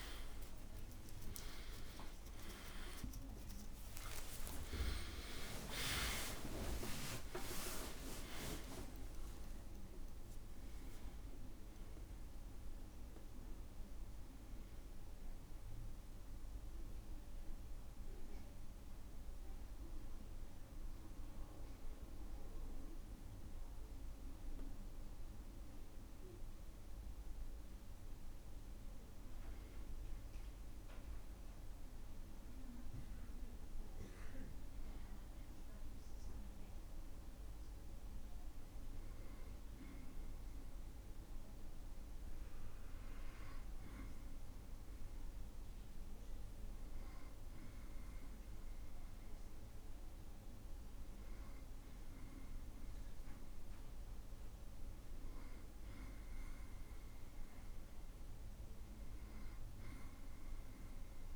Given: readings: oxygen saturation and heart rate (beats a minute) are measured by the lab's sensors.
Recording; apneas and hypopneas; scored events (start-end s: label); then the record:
breathing in sleep by a room microphone; none
0.00-1.00 s: long interval between heartbeats (device-marked, heart rate 89 extreme)
0.00-3.50 s: tachycardia (device-marked, heart rate 137 extreme)
0.00-4.50 s: arousal
1.50-3.50 s: long interval between heartbeats (device-marked, heart rate 64 before, 119 extreme)
10.00-12.00 s: long interval between heartbeats (device-marked, heart rate 85 before, 88 extreme)
14.50-31.50 s: oxygen desaturation (device-marked, oxygen 97% before, 91% lowest, heart rate 93 before, 54 extreme)
From the record:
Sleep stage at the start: N2 (light sleep); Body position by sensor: on the back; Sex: male